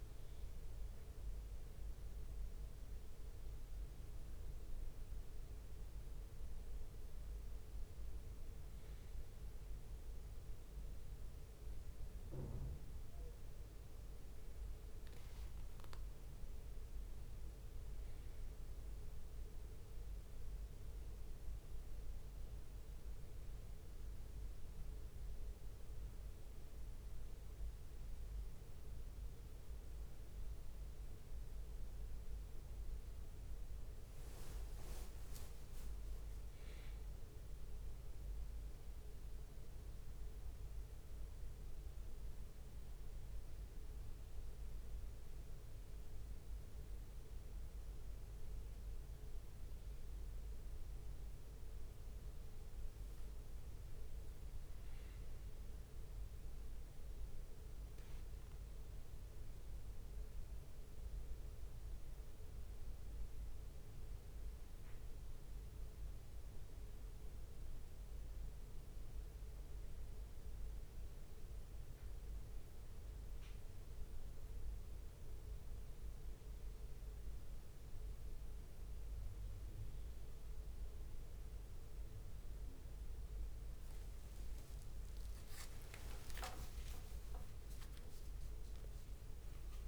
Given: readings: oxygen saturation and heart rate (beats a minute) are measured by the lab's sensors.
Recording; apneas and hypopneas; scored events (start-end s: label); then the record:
a person awake in a sleep study, hard to hear, by a room microphone; none
0.00-5.50 s: leg movement (device-marked)
0.00-59.00 s: bradycardia (device-marked)
9.00-17.50 s: leg movement (device-marked)
21.00-30.00 s: leg movement (device-marked)
30.00-40.00 s: leg movement (device-marked)
59.50-69.50 s: leg movement (device-marked)
64.00-77.00 s: bradycardia (device-marked)
81.00-88.00 s: bradycardia (device-marked)
81.00-89.87 s: drop in pulse transit time (device-marked)
88.50-89.87 s: long interval between heartbeats (device-marked)
From the record:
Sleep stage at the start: awake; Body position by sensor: on the back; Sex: male